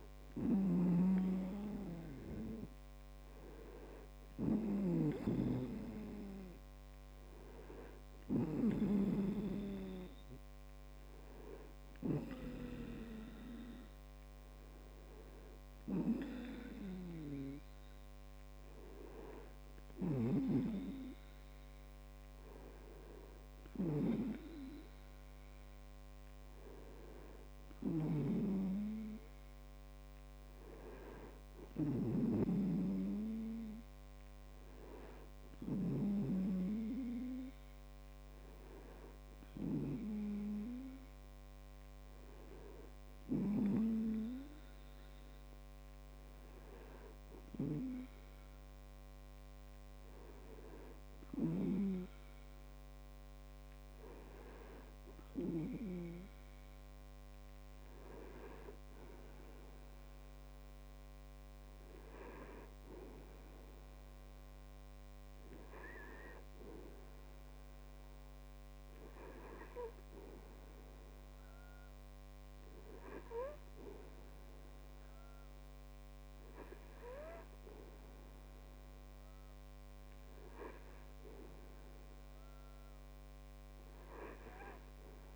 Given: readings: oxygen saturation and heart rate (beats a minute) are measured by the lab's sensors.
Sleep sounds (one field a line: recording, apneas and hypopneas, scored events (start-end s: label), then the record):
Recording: breathing in sleep by a microphone on the trachea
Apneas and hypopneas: none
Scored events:
0.00-9.50 s: snoring (device-marked)
20.50-36.50 s: snoring (device-marked)
From the record:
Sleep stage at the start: N2 (light sleep)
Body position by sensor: on the back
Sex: male